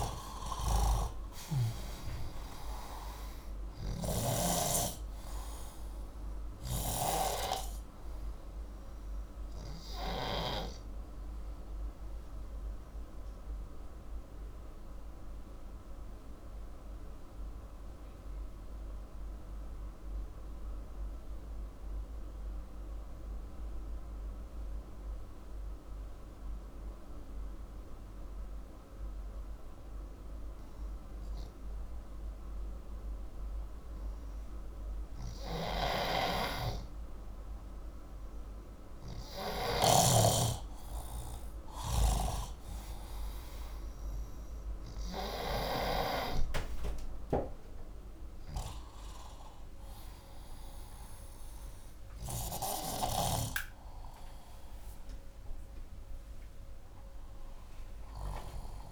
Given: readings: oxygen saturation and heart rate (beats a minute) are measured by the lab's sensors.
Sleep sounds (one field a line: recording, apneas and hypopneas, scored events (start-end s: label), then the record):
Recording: breathing in sleep by a room microphone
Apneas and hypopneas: 1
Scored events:
0.00-2.50 s: arousal
0.00-4.00 s: snoring (device-marked)
13.50-34.50 s: obstructive apnea (heart rate 60 before, 60 extreme, up 2 after)
35.50-39.50 s: snoring (device-marked)
38.00-41.50 s: arousal
From the record:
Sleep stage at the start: N2 (light sleep)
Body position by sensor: upright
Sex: male